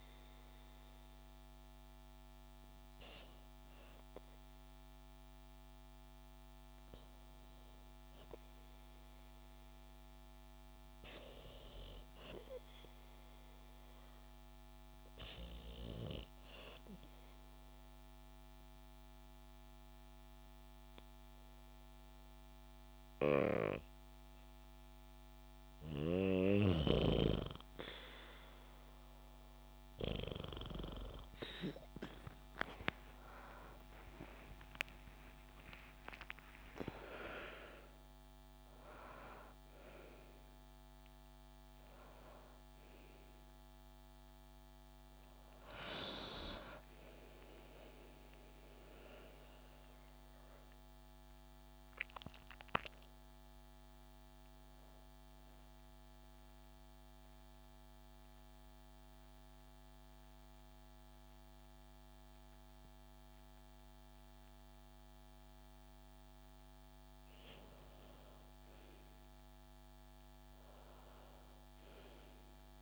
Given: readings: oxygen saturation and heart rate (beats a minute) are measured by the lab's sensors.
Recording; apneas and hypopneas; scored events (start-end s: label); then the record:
breathing in sleep by a microphone on the trachea; 2
15.00-26.00 s: obstructive apnea (oxygen 97% before, 94% lowest, heart rate 65 before, 66 extreme, up 9 after)
32.00-37.00 s: arousal
55.50-67.00 s: central apnea (oxygen 97% before, 95% lowest, heart rate 91 before, 58 extreme, up 11 after)
59.00-64.00 s: bradycardia (device-marked, heart rate 70 before, 58 extreme)
69.50-72.82 s: arousal
From the record:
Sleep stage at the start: N2 (light sleep); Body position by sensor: on the back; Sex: female